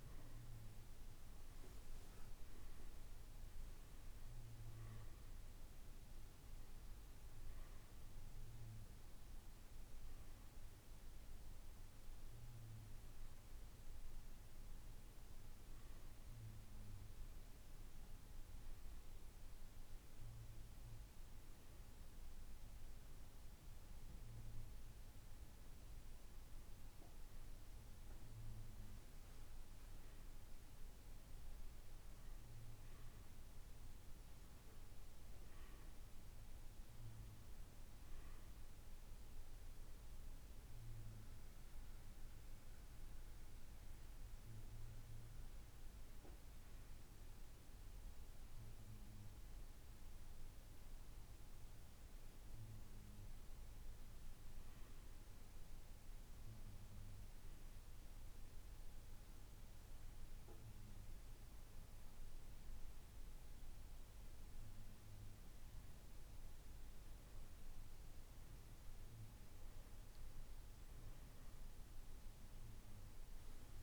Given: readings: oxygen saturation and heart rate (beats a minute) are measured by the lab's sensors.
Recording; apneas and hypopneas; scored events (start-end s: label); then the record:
breathing in sleep, hard to hear, by a room microphone; none
none scored
From the record:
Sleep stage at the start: N2 (light sleep); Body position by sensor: on the right side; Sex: male